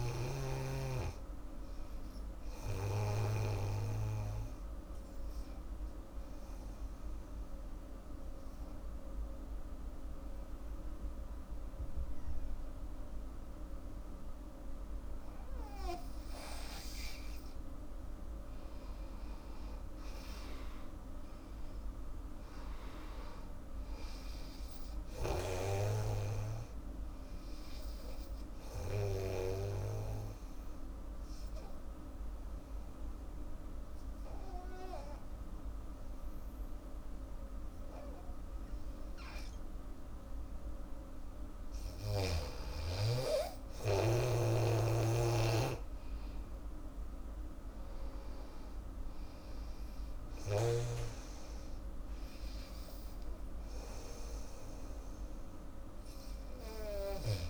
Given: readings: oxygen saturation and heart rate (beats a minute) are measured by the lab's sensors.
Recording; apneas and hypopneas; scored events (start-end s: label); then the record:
breathing in sleep by a room microphone; 2
0.00-15.00 s: oxygen desaturation (device-marked, oxygen 98% before, 91% lowest, heart rate 80 before, 73 extreme)
3.00-16.00 s: obstructive apnea (oxygen 99% before, 88% lowest, heart rate 79 before, 74 extreme, up 13 after)
18.50-22.50 s: arousal
20.00-37.00 s: oxygen desaturation (device-marked, oxygen 99% before, 88% lowest, heart rate 79 before, 68 extreme)
28.50-39.50 s: obstructive apnea (oxygen 99% before, 88% lowest, heart rate 81 before, 68 extreme, up 5 after)
42.50-46.00 s: arousal
44.00-57.50 s: oxygen desaturation (device-marked, oxygen 99% before, 89% lowest, heart rate 81 before, 68 extreme)
44.50-51.00 s: snoring (device-marked)
From the record:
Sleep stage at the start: N2 (light sleep); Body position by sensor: on the back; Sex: female